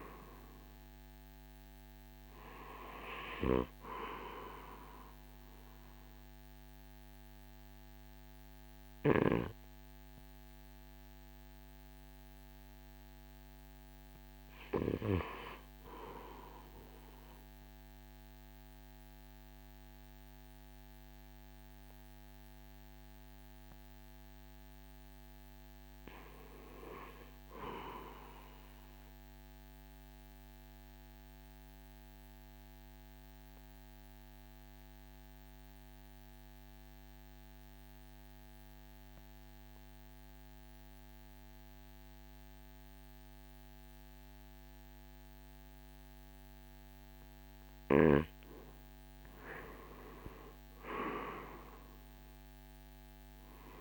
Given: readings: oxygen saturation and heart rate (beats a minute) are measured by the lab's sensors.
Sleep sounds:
breathing in sleep by a microphone on the trachea; 2
0.00-5.50 s: oxygen desaturation (device-marked, oxygen 88% lowest, heart rate 54 extreme)
4.00-15.00 s: obstructive apnea (oxygen 97% before, 84% lowest, heart rate 61 before, 54 extreme, up 4 after)
13.50-23.50 s: oxygen desaturation (device-marked, oxygen 92% before, 84% lowest, heart rate 63 before, 52 extreme)
19.00-24.00 s: arousal
29.50-48.50 s: obstructive apnea (oxygen 98% before, 85% lowest, heart rate 58 before, 52 extreme, up 15 after)
39.50-51.50 s: oxygen desaturation (device-marked, oxygen 97% before, 93% lowest, heart rate 57 before, 52 extreme)
50.50-53.81 s: arousal
From the record:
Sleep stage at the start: REM sleep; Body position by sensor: on the right side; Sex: male

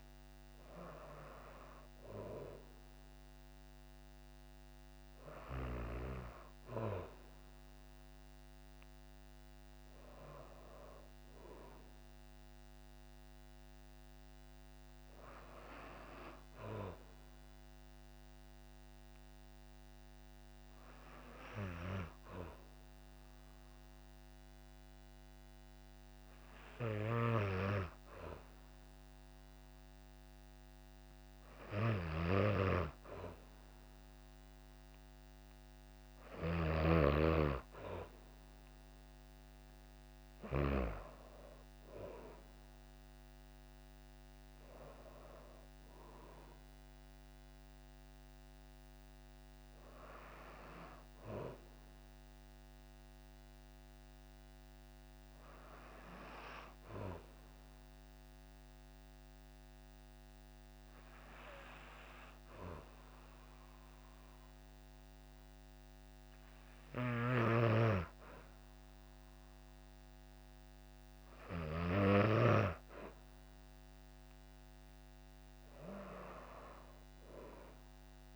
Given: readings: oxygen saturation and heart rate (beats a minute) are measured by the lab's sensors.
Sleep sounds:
breathing in sleep by a microphone on the trachea; 2
10.50-14.00 s: arousal
17.00-31.00 s: hypopnea (oxygen 97% before, 94% lowest, heart rate 60 before, 53 extreme, up 2 after)
34.00-38.00 s: arousal
57.00-69.00 s: hypopnea (oxygen 97% before, 94% lowest, heart rate 59 before, 54 extreme, up 5 after)
66.50-72.00 s: snoring (device-marked)
73.50-78.36 s: arousal
From the record:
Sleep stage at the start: N2 (light sleep); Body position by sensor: on the back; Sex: female

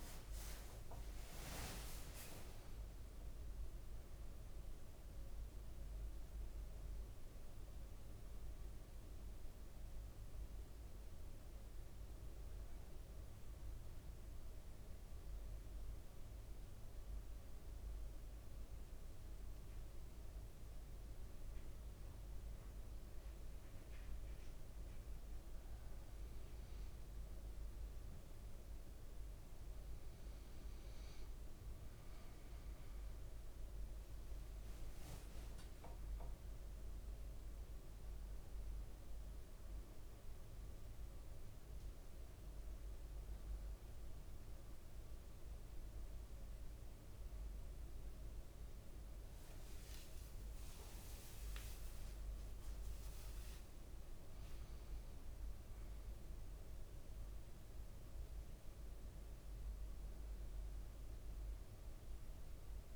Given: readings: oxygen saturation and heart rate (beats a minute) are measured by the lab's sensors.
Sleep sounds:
breathing in sleep, hard to hear, by a room microphone; 1
0.00-2.00 s: leg movement (device-marked)
0.00-4.00 s: arousal
13.00-24.50 s: central apnea (oxygen 99% before, 94% lowest, heart rate 57 before, 56 extreme, up 3 after)
26.50-32.00 s: arousal
33.50-35.50 s: leg movement (device-marked)
36.00-55.00 s: oxygen desaturation (device-marked, oxygen 97% before, 94% lowest, heart rate 57 before, 55 extreme)
50.00-53.50 s: leg movement (device-marked)
From the record:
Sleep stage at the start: N1 (lightest sleep); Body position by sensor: on the back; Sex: male

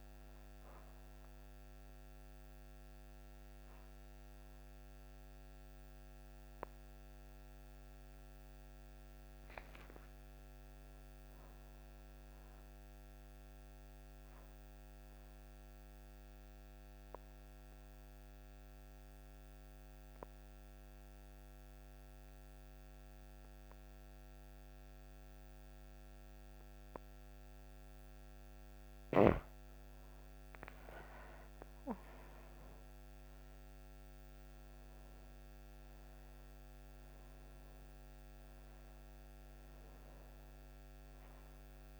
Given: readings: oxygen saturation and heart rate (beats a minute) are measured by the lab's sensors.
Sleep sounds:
breathing in sleep by a microphone on the trachea; 1
8.00-11.50 s: arousal
9.00-16.00 s: oxygen desaturation (device-marked, oxygen 96% before, 93% lowest)
14.00-28.00 s: obstructive apnea (oxygen 98% before, 86% lowest)
29.50-34.50 s: arousal
31.00-42.00 s: oxygen desaturation (device-marked, oxygen 98% before, 86% lowest)
From the record:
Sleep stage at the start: N2 (light sleep); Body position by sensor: on the back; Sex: female

